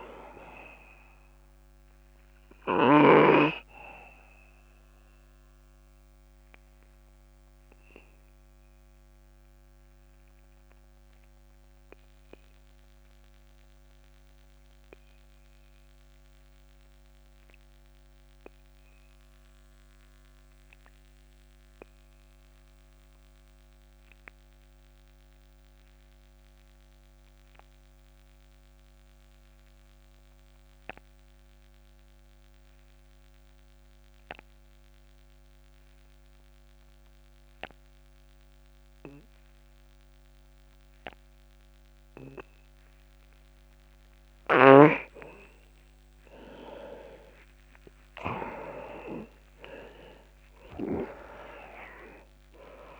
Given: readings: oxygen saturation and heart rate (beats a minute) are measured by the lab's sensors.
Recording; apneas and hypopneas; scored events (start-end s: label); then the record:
breathing in sleep by a microphone on the trachea; 1
0.00-23.00 s: oxygen desaturation (device-marked, oxygen 83% lowest, heart rate 26 extreme)
1.50-44.00 s: obstructive apnea (oxygen 99% before, 83% lowest)
43.00-53.00 s: oxygen desaturation (device-marked, oxygen 99% before, 84% lowest)
47.00-51.50 s: arousal
From the record:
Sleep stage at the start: N2 (light sleep); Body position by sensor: on the back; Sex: male